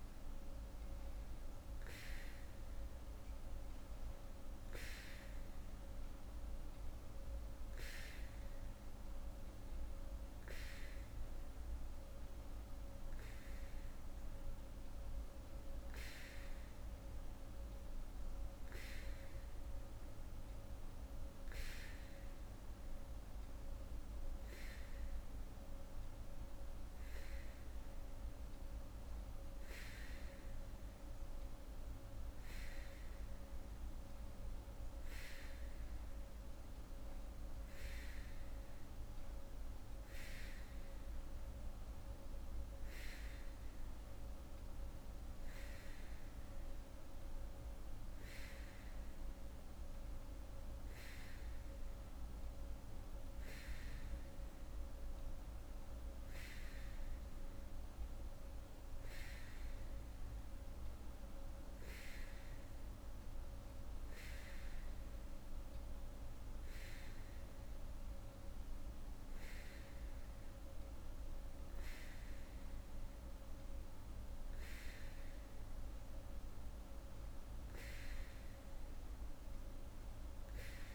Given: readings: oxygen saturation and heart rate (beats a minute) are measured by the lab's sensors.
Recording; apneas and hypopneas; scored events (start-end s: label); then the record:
breathing in sleep, hard to hear, by a room microphone; none
none scored
From the record:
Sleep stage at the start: N3 (deep sleep); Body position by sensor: on the back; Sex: female